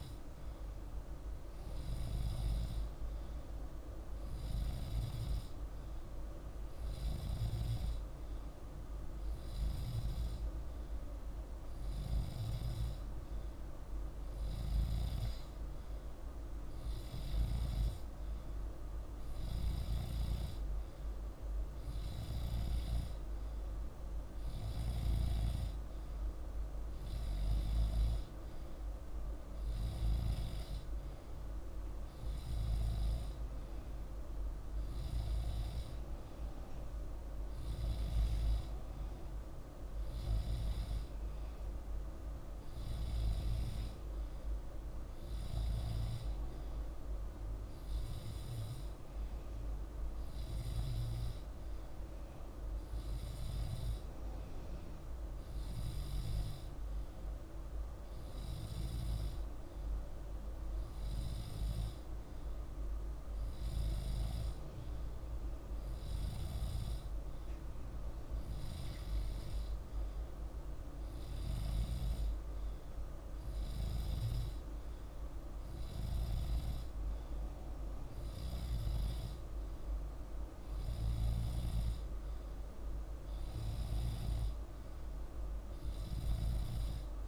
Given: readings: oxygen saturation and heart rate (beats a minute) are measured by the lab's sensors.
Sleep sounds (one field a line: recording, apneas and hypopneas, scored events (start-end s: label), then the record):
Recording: breathing in sleep, hard to hear, by a room microphone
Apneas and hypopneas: none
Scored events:
none scored
From the record:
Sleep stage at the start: N2 (light sleep)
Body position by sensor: on the back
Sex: male